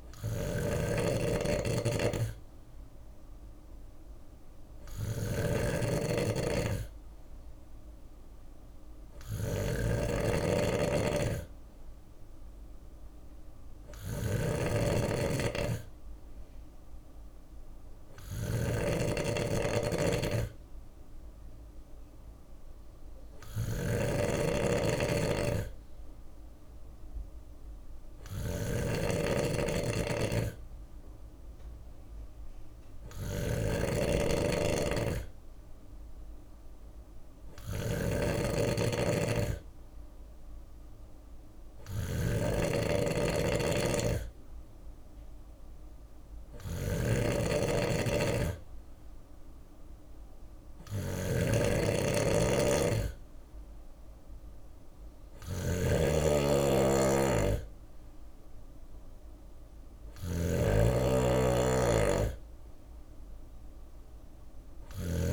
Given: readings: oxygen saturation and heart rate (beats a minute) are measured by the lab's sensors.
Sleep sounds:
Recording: breathing in sleep by a room microphone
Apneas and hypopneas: none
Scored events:
0.00-65.33 s: snoring (device-marked)
From the record:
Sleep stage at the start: N3 (deep sleep)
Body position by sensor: on the left side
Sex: male

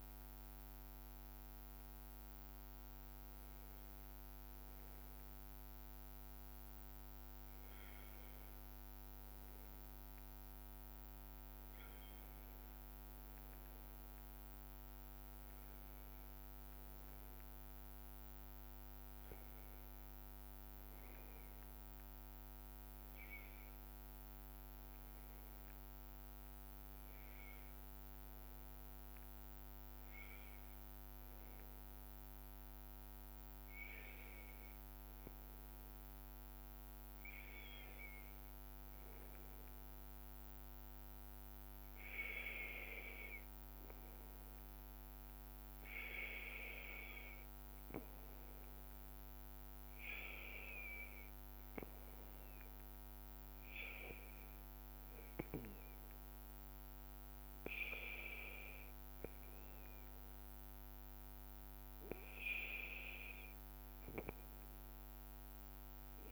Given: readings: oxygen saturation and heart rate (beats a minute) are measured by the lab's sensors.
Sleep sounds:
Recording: breathing in sleep by a microphone on the trachea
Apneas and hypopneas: none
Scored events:
none scored
From the record:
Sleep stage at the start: N2 (light sleep)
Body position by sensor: on the back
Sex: male

